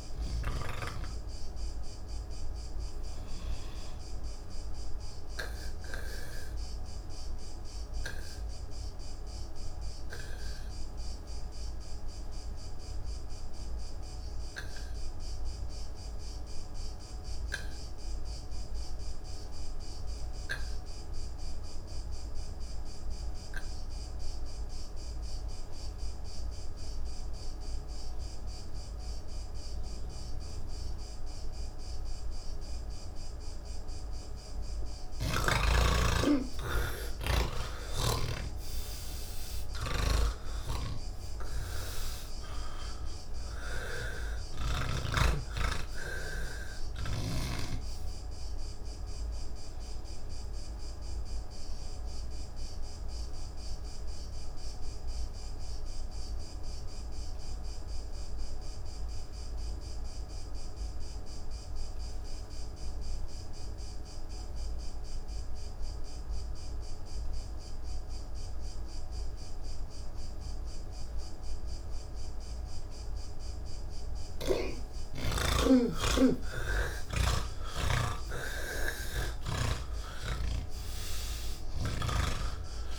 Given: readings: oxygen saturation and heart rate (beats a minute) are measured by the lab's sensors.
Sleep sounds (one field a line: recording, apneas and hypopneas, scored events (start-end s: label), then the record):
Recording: breathing in sleep by a room microphone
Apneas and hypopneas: 2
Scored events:
0.00-12.50 s: oxygen desaturation (device-marked, oxygen 81% lowest, heart rate 28 extreme)
3.50-34.00 s: obstructive apnea (oxygen 96% before, 81% lowest, heart rate 87 before, 86 extreme)
27.50-51.50 s: oxygen desaturation (device-marked, oxygen 99% before, 83% lowest, heart rate 141 before, 30 extreme)
40.00-45.00 s: snoring (device-marked)
48.00-73.50 s: obstructive apnea (oxygen 99% before, 81% lowest)
53.50-64.50 s: oxygen desaturation (device-marked, oxygen 91% before, 82% lowest)
73.50-82.99 s: oxygen desaturation (device-marked, oxygen 99% before, 89% lowest, heart rate 79 before, 32 extreme)
From the record:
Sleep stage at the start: N3 (deep sleep)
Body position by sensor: on the back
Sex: male